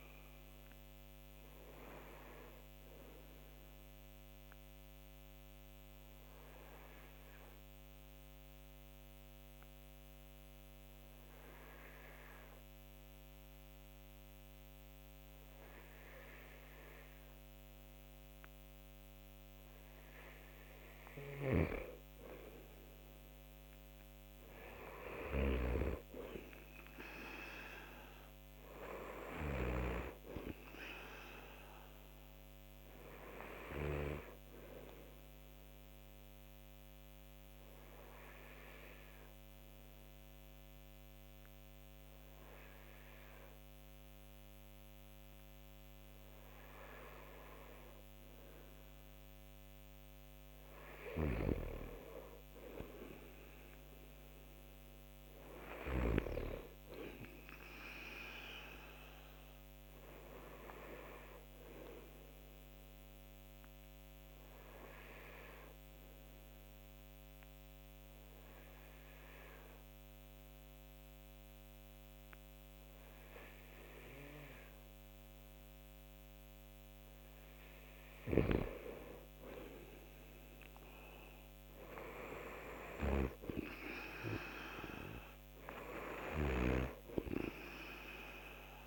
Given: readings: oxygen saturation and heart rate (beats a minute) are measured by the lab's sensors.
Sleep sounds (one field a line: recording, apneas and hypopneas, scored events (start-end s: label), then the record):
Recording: breathing in sleep by a microphone on the trachea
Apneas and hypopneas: 3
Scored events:
0.00-12.50 s: oxygen desaturation (device-marked, oxygen 89% lowest)
1.50-19.50 s: obstructive apnea (oxygen 96% before, 89% lowest)
20.50-25.00 s: snoring (device-marked)
22.50-26.00 s: arousal
27.50-52.50 s: oxygen desaturation (device-marked, oxygen 96% before, 90% lowest)
32.50-48.50 s: obstructive apnea (oxygen 96% before, 90% lowest)
50.50-55.50 s: snoring (device-marked)
51.00-54.00 s: arousal
62.50-75.50 s: obstructive apnea (oxygen 96% before, 90% lowest)
65.50-76.50 s: oxygen desaturation (device-marked, oxygen 95% before, 91% lowest)
78.50-80.50 s: arousal
86.50-88.87 s: oxygen desaturation (device-marked, oxygen 95% before, 90% lowest)
From the record:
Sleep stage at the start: N2 (light sleep)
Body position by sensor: on the right side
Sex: male